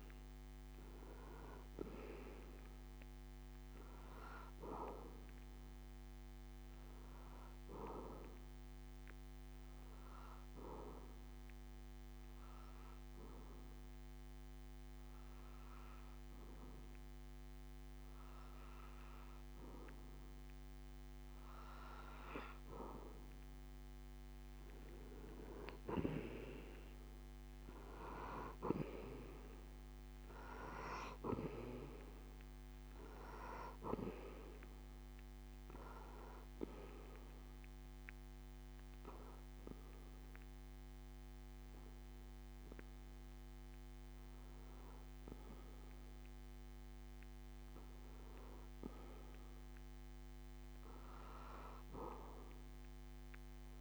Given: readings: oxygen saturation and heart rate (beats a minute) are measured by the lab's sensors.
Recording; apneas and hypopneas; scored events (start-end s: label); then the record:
breathing in sleep by a microphone on the trachea; 2
8.50-22.00 s: obstructive apnea (oxygen 95% before, 92% lowest)
25.00-27.50 s: arousal
36.00-48.50 s: hypopnea (oxygen 95% before, 92% lowest)
From the record:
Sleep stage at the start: N2 (light sleep); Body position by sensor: on the back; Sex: male